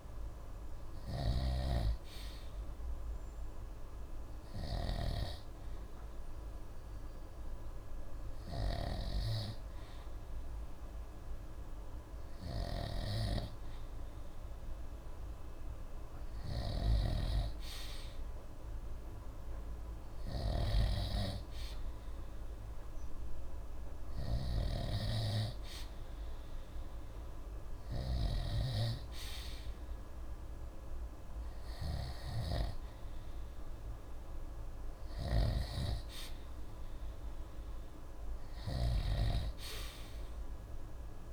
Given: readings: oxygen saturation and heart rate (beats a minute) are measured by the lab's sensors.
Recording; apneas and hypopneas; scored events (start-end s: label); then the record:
breathing in sleep by a room microphone; 1
0.00-41.32 s: snoring (device-marked)
6.50-19.00 s: hypopnea (oxygen 93% before, 92% lowest)
21.00-24.50 s: arousal
From the record:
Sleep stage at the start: N2 (light sleep); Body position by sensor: on the right side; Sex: male